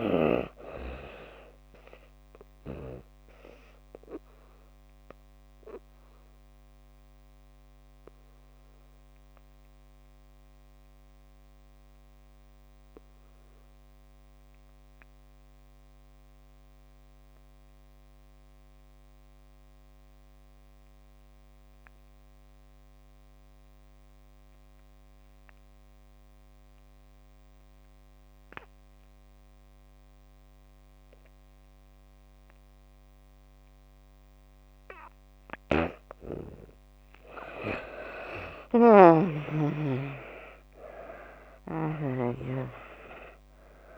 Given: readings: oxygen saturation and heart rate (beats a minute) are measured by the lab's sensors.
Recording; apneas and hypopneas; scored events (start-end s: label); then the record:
breathing in sleep by a microphone on the trachea; 1
0.00-21.50 s: oxygen desaturation (device-marked, oxygen 76% lowest)
2.50-36.00 s: obstructive apnea (oxygen 96% before, 68% lowest)
23.50-43.98 s: oxygen desaturation (device-marked, oxygen 97% before, 68% lowest)
37.50-41.50 s: arousal
From the record:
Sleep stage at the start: N2 (light sleep); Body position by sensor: on the back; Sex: female